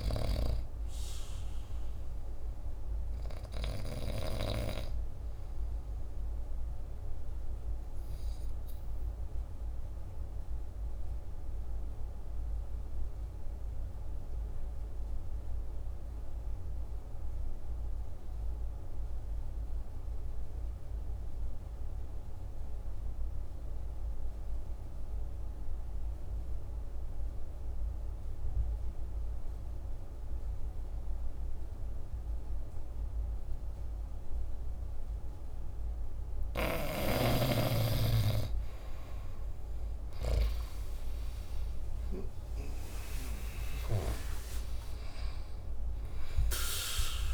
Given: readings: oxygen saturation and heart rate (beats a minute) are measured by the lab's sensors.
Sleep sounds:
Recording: breathing in sleep by a room microphone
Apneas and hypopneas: 1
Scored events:
0.00-11.50 s: oxygen desaturation (device-marked, oxygen 88% lowest, heart rate 47 extreme)
9.00-35.00 s: obstructive apnea (oxygen 96% before, 87% lowest, heart rate 58 before, 47 extreme, up 11 after)
32.50-47.34 s: oxygen desaturation (device-marked, oxygen 98% before, 87% lowest, heart rate 48 before, 47 extreme)
37.50-41.50 s: arousal
From the record:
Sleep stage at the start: N2 (light sleep)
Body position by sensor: on the back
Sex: male

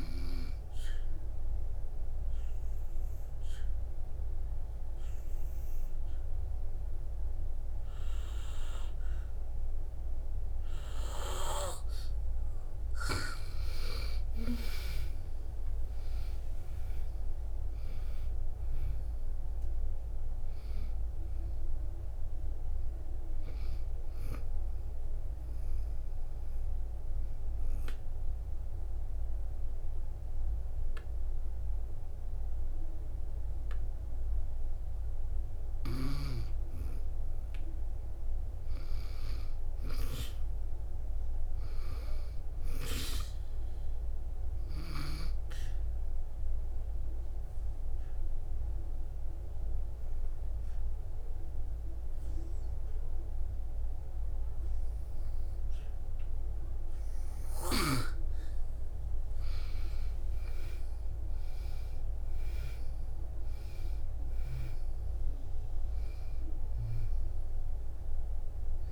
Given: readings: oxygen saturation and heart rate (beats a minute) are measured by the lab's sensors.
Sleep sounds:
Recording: breathing in sleep by a room microphone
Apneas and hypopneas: 3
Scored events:
0.50-12.50 s: obstructive apnea (oxygen 96% before, 91% lowest, heart rate 67 before, 59 extreme, up 7 after)
14.50-19.00 s: arousal
20.00-44.00 s: oxygen desaturation (device-marked, oxygen 96% before, 91% lowest, heart rate 64 before, 59 extreme)
26.50-37.00 s: obstructive apnea (oxygen 96% before, 91% lowest, heart rate 66 before, 60 extreme, up 9 after)
39.50-43.50 s: arousal
47.00-57.50 s: obstructive apnea (oxygen 99% before, 92% lowest, heart rate 63 before, 59 extreme, up 4 after)
57.00-64.00 s: oxygen desaturation (device-marked, oxygen 98% before, 94% lowest, heart rate 67 before, 59 extreme)
59.50-65.00 s: arousal
From the record:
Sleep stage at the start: N2 (light sleep)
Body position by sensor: on the back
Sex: female

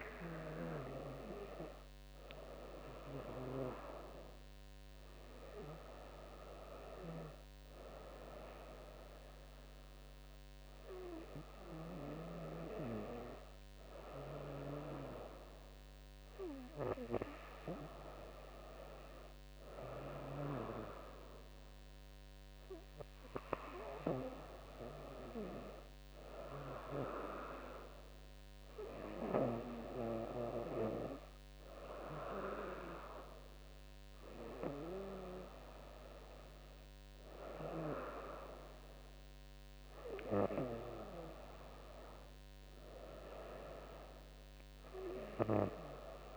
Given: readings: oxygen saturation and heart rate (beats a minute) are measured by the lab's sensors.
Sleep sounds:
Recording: breathing in sleep by a microphone on the trachea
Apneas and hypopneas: none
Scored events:
none scored
From the record:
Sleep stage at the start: N2 (light sleep)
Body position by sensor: on the right side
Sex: female

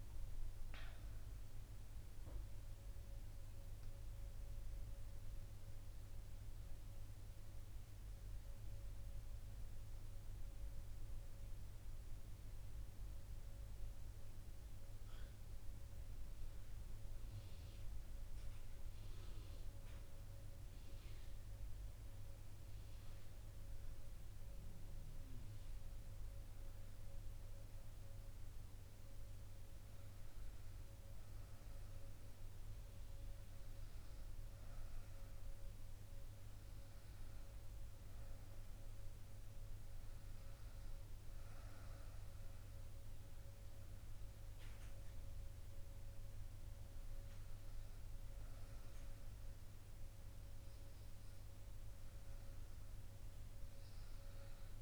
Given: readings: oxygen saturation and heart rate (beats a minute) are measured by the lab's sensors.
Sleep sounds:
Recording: breathing in sleep, hard to hear, by a room microphone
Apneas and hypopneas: none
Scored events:
none scored
From the record:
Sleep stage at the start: REM sleep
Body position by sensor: on the right side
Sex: female

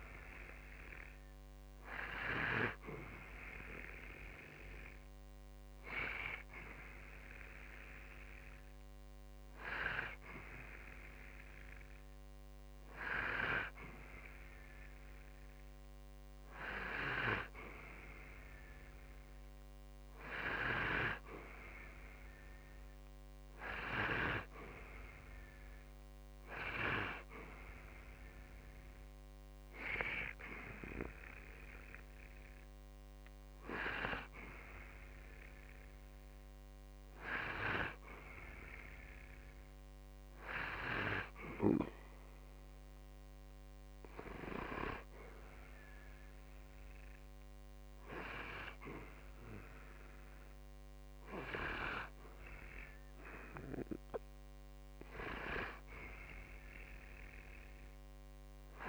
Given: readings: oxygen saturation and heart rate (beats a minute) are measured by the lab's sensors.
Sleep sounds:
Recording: breathing in sleep by a microphone on the trachea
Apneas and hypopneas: 1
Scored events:
0.00-1.00 s: arousal
5.50-16.50 s: hypopnea (oxygen 92% before, 89% lowest, heart rate 63 before, 60 extreme, up 4 after)
19.00-22.00 s: arousal
22.50-39.50 s: oxygen desaturation (device-marked, oxygen 92% before, 89% lowest, heart rate 65 before, 60 extreme)
From the record:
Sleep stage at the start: N2 (light sleep)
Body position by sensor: on the back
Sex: male

